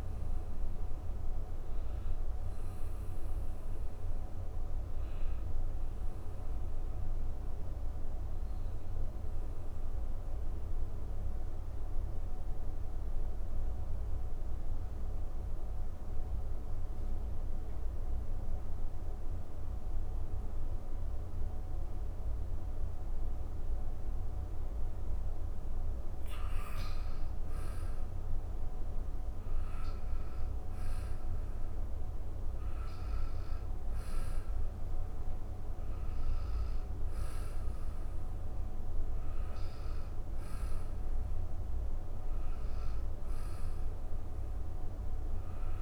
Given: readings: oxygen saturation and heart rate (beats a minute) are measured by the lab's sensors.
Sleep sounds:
breathing in sleep, hard to hear, by a room microphone; 1
0.00-7.00 s: oxygen desaturation (device-marked, oxygen 93% lowest, heart rate 61 extreme)
1.50-25.00 s: obstructive apnea (oxygen 96% before, 92% lowest, heart rate 126 before, 62 extreme, up 15 after)
7.00-45.82 s: new sleep stage, N2 (light sleep)
27.50-32.00 s: arousal
44.00-45.82 s: oxygen desaturation (device-marked, oxygen 97% before, 92% lowest, heart rate 93 before, 133 extreme)
From the record:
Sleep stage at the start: N1 (lightest sleep); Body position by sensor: on the back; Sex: male

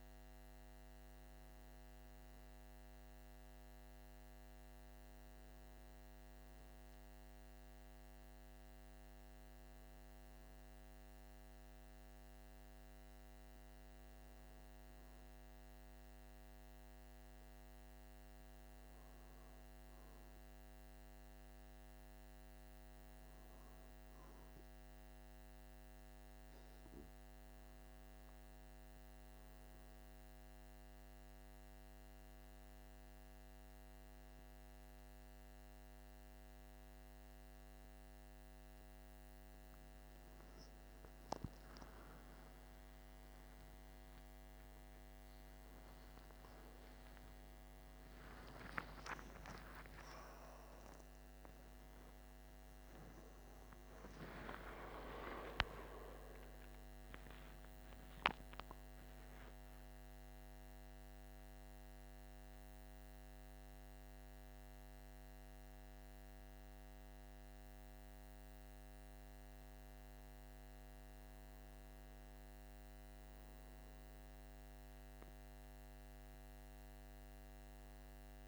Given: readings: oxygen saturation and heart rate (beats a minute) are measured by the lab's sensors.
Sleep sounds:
a person partly awake in a sleep study, by a microphone on the trachea; none
23.50-53.50 s: new sleep stage, awake
53.50-78.48 s: new sleep stage, N1 (lightest sleep)
From the record:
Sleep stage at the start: N2 (light sleep); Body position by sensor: on the back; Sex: male

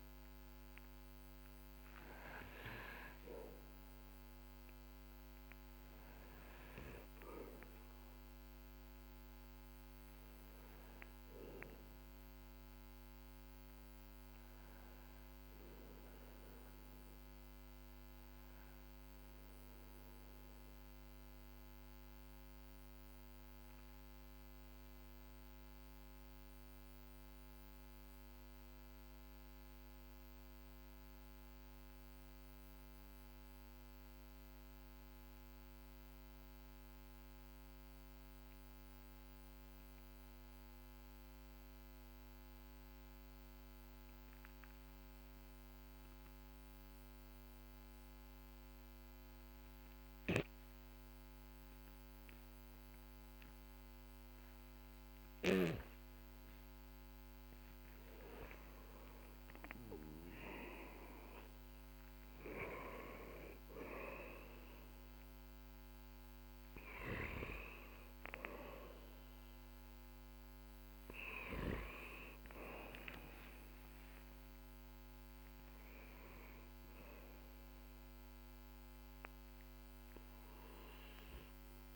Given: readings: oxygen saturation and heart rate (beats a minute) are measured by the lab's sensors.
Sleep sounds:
breathing in sleep by a microphone on the trachea; 1
0.00-35.50 s: oxygen desaturation (device-marked, oxygen 92% lowest, heart rate 42 extreme)
10.00-55.50 s: obstructive apnea (oxygen 98% before, 91% lowest, heart rate 51 before, 42 extreme, up 6 after)
46.50-81.96 s: oxygen desaturation (device-marked, oxygen 99% before, 91% lowest, heart rate 51 before, 46 extreme)
57.00-61.00 s: arousal
75.50-81.00 s: arousal
From the record:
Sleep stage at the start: N2 (light sleep); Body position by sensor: on the back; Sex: male

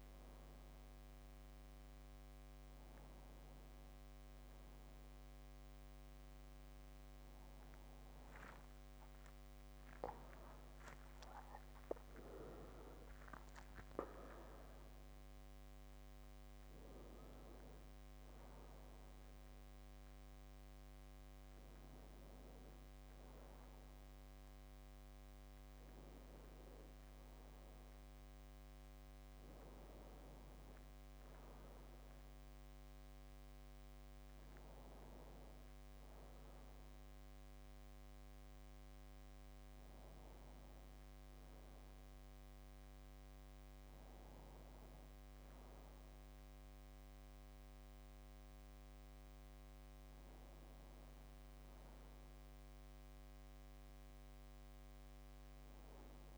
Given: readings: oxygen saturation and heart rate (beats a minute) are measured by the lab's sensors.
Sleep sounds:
breathing in sleep, hard to hear, by a microphone on the trachea; none
none scored
From the record:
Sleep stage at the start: N2 (light sleep); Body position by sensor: on the back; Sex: male

